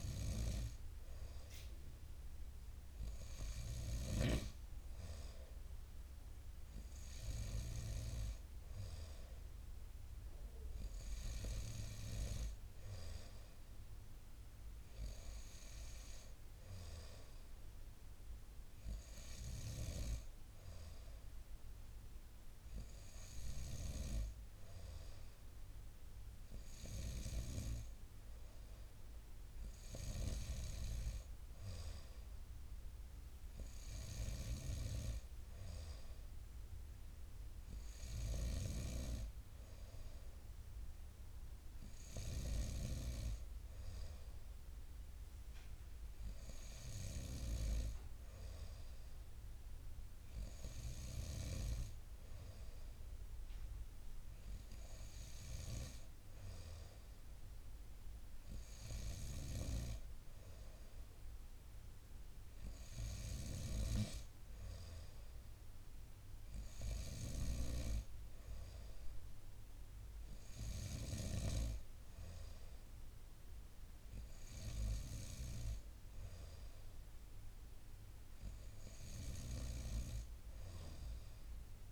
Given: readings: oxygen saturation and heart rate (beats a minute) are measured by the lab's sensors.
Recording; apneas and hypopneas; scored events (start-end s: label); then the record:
breathing in sleep by a room microphone; none
none scored
From the record:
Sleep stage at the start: N2 (light sleep); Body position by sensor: upright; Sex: male